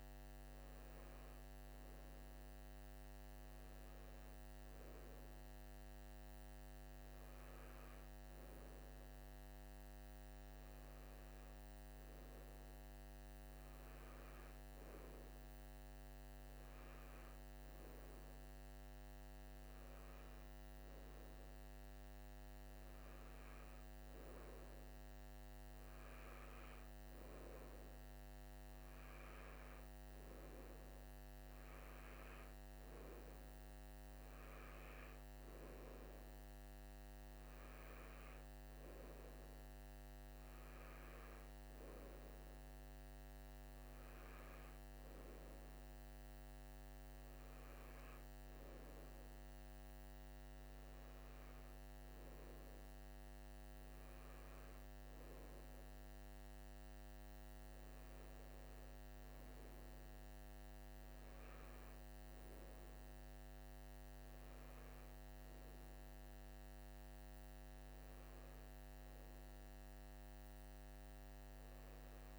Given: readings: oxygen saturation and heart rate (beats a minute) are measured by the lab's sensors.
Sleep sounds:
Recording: breathing in sleep, hard to hear, by a microphone on the trachea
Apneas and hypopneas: none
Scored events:
none scored
From the record:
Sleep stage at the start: N2 (light sleep)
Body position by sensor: on the right side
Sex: male

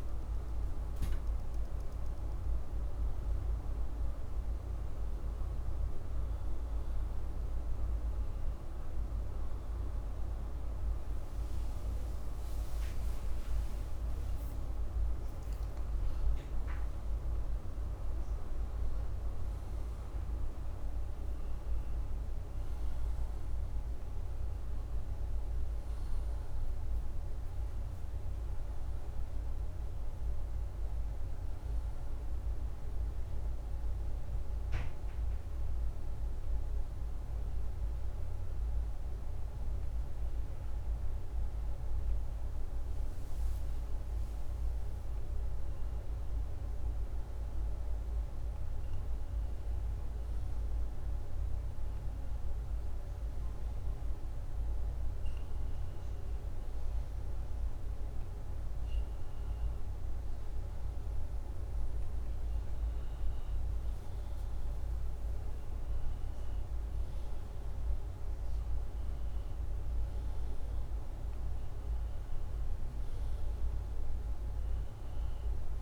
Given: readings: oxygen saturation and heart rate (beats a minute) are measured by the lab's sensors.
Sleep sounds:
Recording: a person partly awake in a sleep study, hard to hear, by a room microphone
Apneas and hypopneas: none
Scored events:
15.50-75.82 s: new sleep stage, N1 (lightest sleep)
27.50-42.50 s: oxygen desaturation (device-marked, oxygen 97% before, 93% lowest, heart rate 168 before, 132 extreme)
From the record:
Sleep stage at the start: awake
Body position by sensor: upright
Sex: male

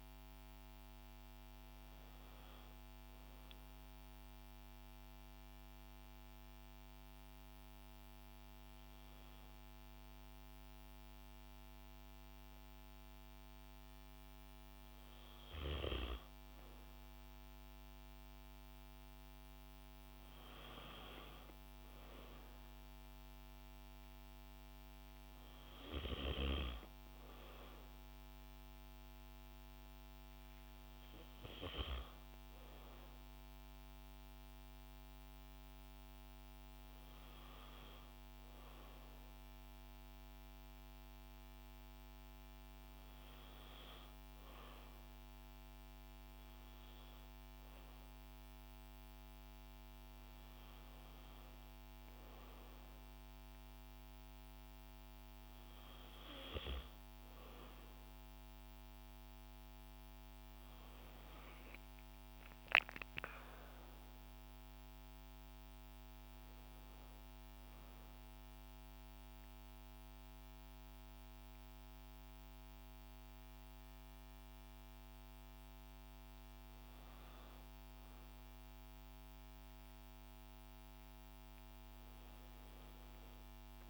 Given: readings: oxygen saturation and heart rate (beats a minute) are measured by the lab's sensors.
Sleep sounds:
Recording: breathing in sleep, hard to hear, by a microphone on the trachea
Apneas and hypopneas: 1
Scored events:
2.00-14.50 s: hypopnea (oxygen 95% before, 92% lowest, heart rate 123 before, 67 extreme, up 55 after)
17.00-20.50 s: arousal
20.00-40.00 s: oxygen desaturation (device-marked, oxygen 95% before, 92% lowest, heart rate 107 before, 55 extreme)
57.50-62.50 s: arousal
70.00-83.89 s: new sleep stage, N2 (light sleep)
From the record:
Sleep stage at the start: N1 (lightest sleep)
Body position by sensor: on the back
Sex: female

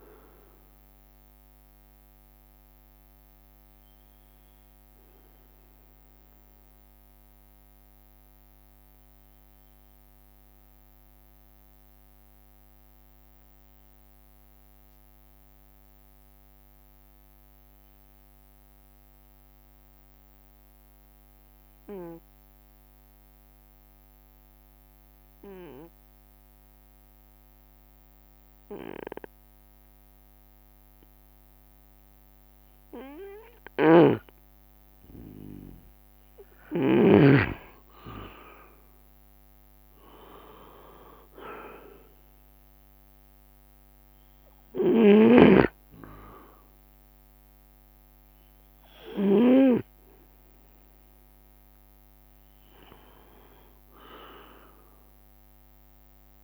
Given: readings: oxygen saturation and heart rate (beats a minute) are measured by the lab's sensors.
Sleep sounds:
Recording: breathing in sleep by a microphone on the trachea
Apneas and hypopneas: 1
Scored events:
0.00-10.50 s: oxygen desaturation (device-marked, oxygen 90% lowest)
0.00-56.44 s: bradycardia (device-marked)
5.00-7.00 s: long interval between heartbeats (device-marked)
5.50-35.00 s: obstructive apnea (oxygen 96% before, 93% lowest)
15.00-17.00 s: long interval between heartbeats (device-marked)
25.00-27.00 s: long interval between heartbeats (device-marked)
34.00-37.50 s: snoring (device-marked)
34.50-56.44 s: oxygen desaturation (device-marked, oxygen 98% before, 94% lowest)
35.00-38.50 s: leg movement (device-marked)
37.00-41.00 s: arousal
37.50-39.50 s: long interval between heartbeats (device-marked)
40.00-43.50 s: leg movement (device-marked)
45.00-50.00 s: snoring (device-marked)
46.50-48.50 s: long interval between heartbeats (device-marked)
54.50-56.44 s: long interval between heartbeats (device-marked)
From the record:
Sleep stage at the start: N2 (light sleep)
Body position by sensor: on the right side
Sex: male

